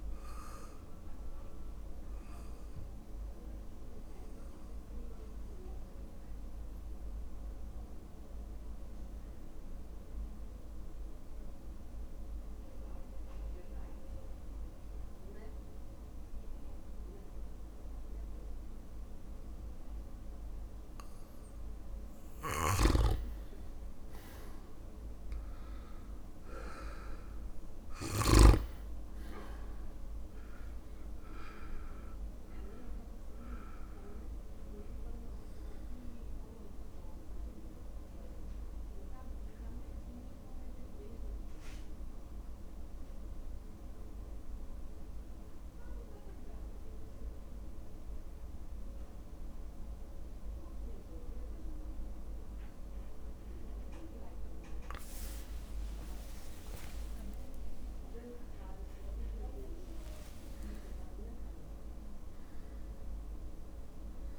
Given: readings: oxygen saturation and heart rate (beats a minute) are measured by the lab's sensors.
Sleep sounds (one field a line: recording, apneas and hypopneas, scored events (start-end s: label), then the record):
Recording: breathing in sleep by a room microphone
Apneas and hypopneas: 2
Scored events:
2.00-21.50 s: mixed apnea (oxygen 100% before, 90% lowest, heart rate 54 before, 51 extreme, up 1 after)
6.50-20.50 s: oxygen desaturation (device-marked, oxygen 99% before, 95% lowest, heart rate 53 before, 51 extreme)
22.50-28.50 s: snoring (device-marked)
25.50-29.50 s: arousal
31.50-53.50 s: oxygen desaturation (device-marked, oxygen 98% before, 90% lowest, heart rate 53 before, 51 extreme)
36.00-54.00 s: central apnea (oxygen 98% before, 90% lowest, heart rate 54 before, 51 extreme, up 13 after)
55.00-57.00 s: long interval between heartbeats (device-marked, heart rate 53 before, 63 extreme)
55.50-59.50 s: arousal
62.50-64.39 s: drop in pulse transit time (device-marked, heart rate 57 before, 51 extreme)
From the record:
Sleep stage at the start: REM sleep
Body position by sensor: on the back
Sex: male